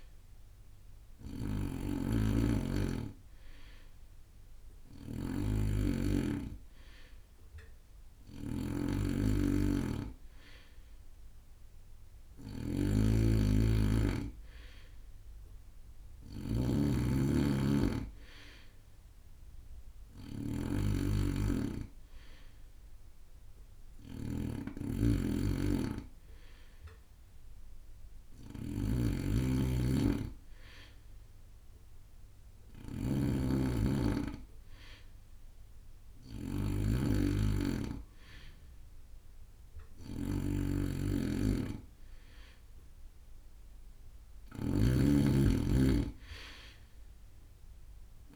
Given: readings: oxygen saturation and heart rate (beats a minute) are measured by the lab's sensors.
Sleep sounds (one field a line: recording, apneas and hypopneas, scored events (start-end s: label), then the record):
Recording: breathing in sleep by a room microphone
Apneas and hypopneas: none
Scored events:
0.00-48.36 s: snoring (device-marked)
From the record:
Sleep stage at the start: N2 (light sleep)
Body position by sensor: on the right side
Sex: male